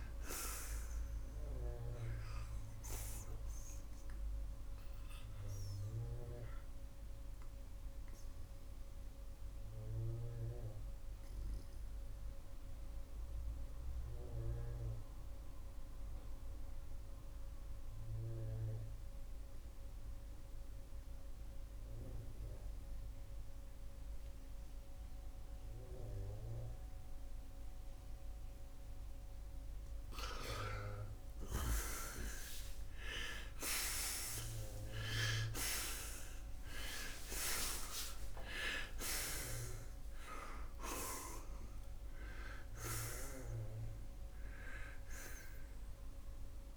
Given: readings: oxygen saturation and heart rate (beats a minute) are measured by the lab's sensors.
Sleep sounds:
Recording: breathing in sleep by a room microphone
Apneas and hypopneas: 1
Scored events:
6.00-28.00 s: obstructive apnea (oxygen 95% before, 85% lowest, heart rate 76 before, 64 extreme, up 17 after)
13.00-31.00 s: oxygen desaturation (device-marked, oxygen 94% before, 89% lowest, heart rate 75 before, 64 extreme)
33.00-37.00 s: arousal
From the record:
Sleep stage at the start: N2 (light sleep)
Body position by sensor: on the right side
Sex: male

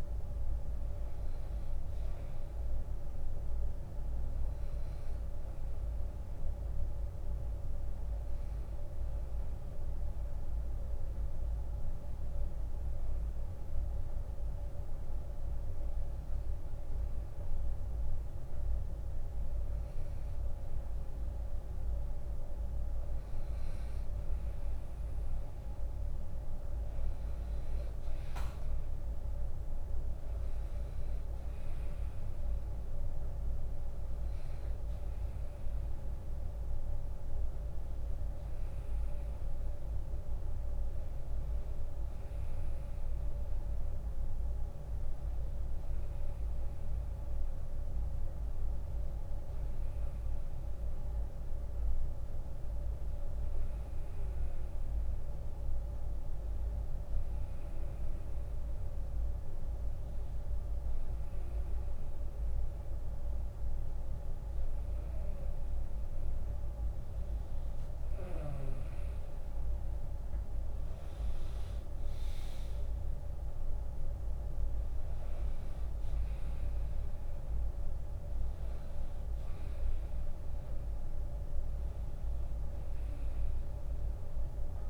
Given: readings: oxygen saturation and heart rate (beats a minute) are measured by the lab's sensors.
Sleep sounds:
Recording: breathing in sleep, hard to hear, by a room microphone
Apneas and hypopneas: 1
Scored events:
0.00-1.50 s: long interval between heartbeats (device-marked, heart rate 59 extreme)
0.00-16.00 s: oxygen desaturation (device-marked, oxygen 93% lowest, heart rate 55 extreme)
2.00-4.00 s: long interval between heartbeats (device-marked, heart rate 66 before, 67 extreme)
6.50-17.50 s: hypopnea (oxygen 100% before, 92% lowest, heart rate 69 before, 55 extreme)
16.00-23.00 s: bradycardia (device-marked, heart rate 80 before, 57 extreme)
17.00-19.00 s: long interval between heartbeats (device-marked, heart rate 70 before, 65 extreme)
20.50-24.00 s: arousal
21.00-23.00 s: long interval between heartbeats (device-marked, heart rate 70 before, 57 extreme)
24.00-26.00 s: long interval between heartbeats (device-marked, heart rate 68 before, 58 extreme)
30.00-49.00 s: oxygen desaturation (device-marked, oxygen 97% before, 92% lowest, heart rate 66 before, 60 extreme)
43.00-45.00 s: long interval between heartbeats (device-marked, heart rate 65 before, 75 extreme)
45.00-47.00 s: long interval between heartbeats (device-marked, heart rate 67 before, 68 extreme)
69.00-79.00 s: drop in pulse transit time (device-marked, heart rate 73 before, 69 extreme)
From the record:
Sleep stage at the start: N2 (light sleep)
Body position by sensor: on the right side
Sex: male

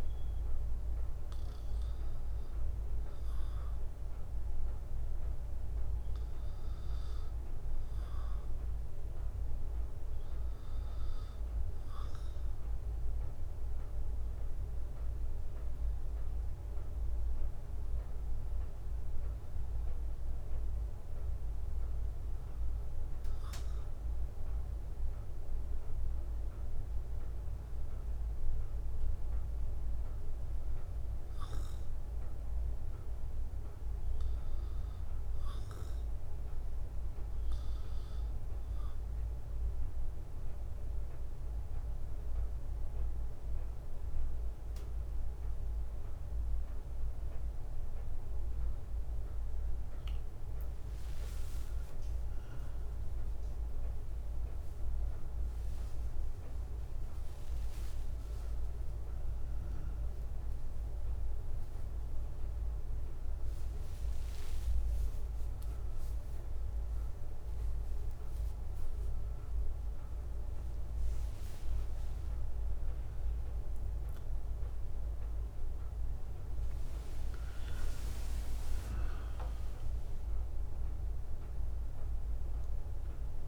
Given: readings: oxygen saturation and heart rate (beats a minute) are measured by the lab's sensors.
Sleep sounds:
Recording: a person partly awake in a sleep study, hard to hear, by a room microphone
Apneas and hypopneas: none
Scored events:
57.00-83.48 s: new sleep stage, awake
From the record:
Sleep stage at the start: N1 (lightest sleep)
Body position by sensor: on the right side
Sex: male

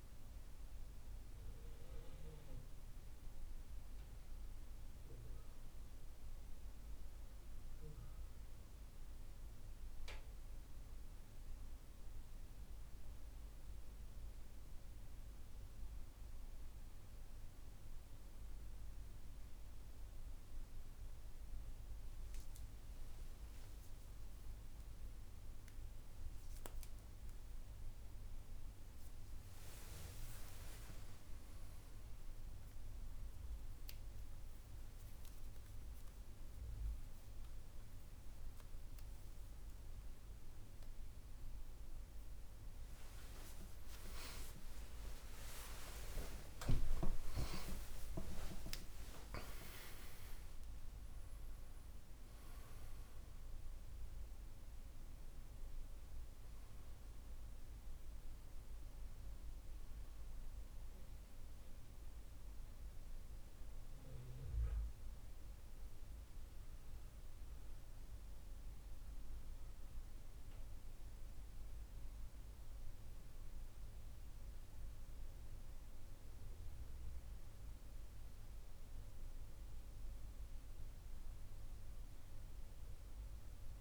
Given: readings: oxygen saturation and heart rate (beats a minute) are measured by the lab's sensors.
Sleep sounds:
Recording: a person awake in a sleep study, by a room microphone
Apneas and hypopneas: none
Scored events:
66.50-83.81 s: new sleep stage, N1 (lightest sleep)
From the record:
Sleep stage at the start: awake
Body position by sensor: on the back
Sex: male

